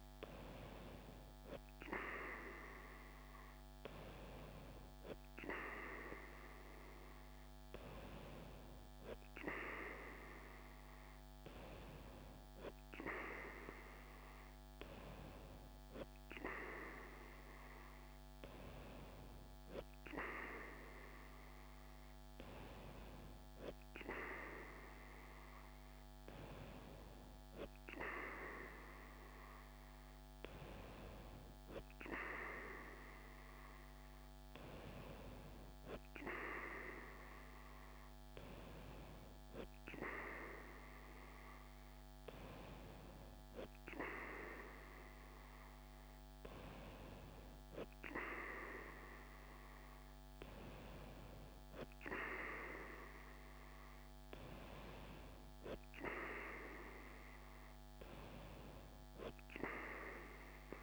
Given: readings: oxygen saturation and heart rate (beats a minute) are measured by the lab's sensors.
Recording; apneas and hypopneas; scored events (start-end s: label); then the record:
breathing in sleep by a microphone on the trachea; none
none scored
From the record:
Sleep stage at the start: N2 (light sleep); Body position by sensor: on the right side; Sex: female